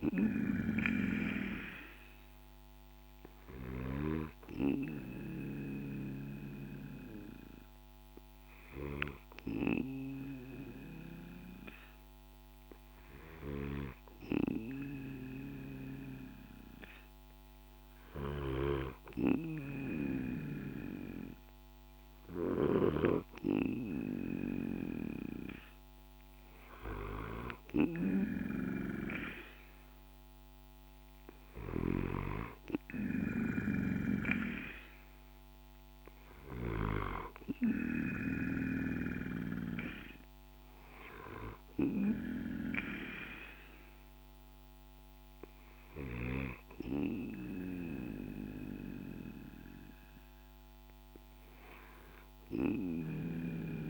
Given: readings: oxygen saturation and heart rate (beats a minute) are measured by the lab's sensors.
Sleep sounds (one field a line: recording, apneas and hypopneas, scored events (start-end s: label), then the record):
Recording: breathing in sleep by a microphone on the trachea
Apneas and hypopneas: 1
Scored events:
1.00-25.00 s: oxygen desaturation (device-marked, oxygen 96% before, 88% lowest, heart rate 54 before, 52 extreme)
3.00-22.00 s: snoring (device-marked)
3.50-24.50 s: hypopnea (oxygen 97% before, 88% lowest, heart rate 54 before, 52 extreme, up 2 after)
27.00-31.00 s: arousal
31.00-36.00 s: snoring (device-marked)
38.00-53.90 s: oxygen desaturation (device-marked, oxygen 95% before, 90% lowest, heart rate 55 before, 51 extreme)
From the record:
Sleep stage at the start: N2 (light sleep)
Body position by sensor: on the back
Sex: male